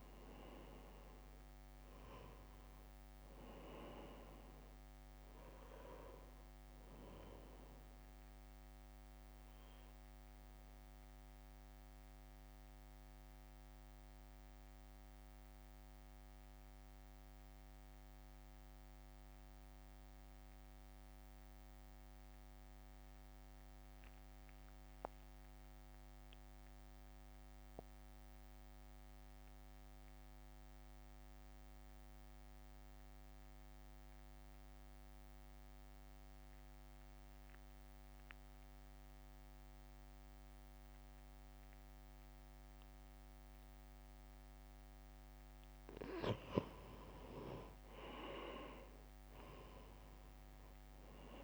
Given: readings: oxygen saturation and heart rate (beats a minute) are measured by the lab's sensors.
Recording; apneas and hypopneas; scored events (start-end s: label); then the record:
breathing in sleep by a microphone on the trachea; 1
0.00-14.00 s: drop in pulse transit time (device-marked, heart rate 55 extreme)
0.00-25.00 s: oxygen desaturation (device-marked, oxygen 86% lowest, heart rate 55 extreme)
9.00-44.50 s: mixed apnea (oxygen 98% before, 83% lowest, heart rate 61 before, 53 extreme, up 5 after)
42.00-51.44 s: oxygen desaturation (device-marked, oxygen 97% before, 83% lowest, heart rate 63 before, 53 extreme)
From the record:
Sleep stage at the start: N2 (light sleep); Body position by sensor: on the right side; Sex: male